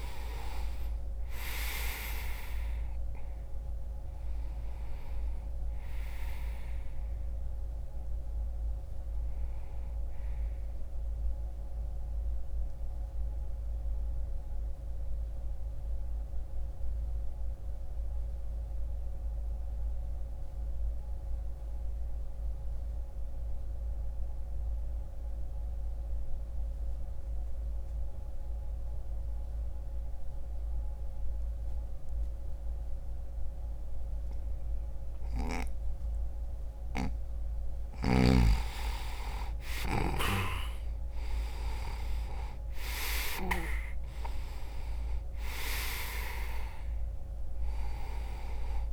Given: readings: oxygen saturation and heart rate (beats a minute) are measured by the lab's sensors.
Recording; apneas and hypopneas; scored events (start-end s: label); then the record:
breathing in sleep by a room microphone; 1
11.50-36.50 s: mixed apnea (oxygen 98% before, 84% lowest)
19.50-35.50 s: oxygen desaturation (device-marked, oxygen 95% before, 86% lowest)
39.50-43.50 s: arousal
From the record:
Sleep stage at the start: N2 (light sleep); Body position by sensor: on the back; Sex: male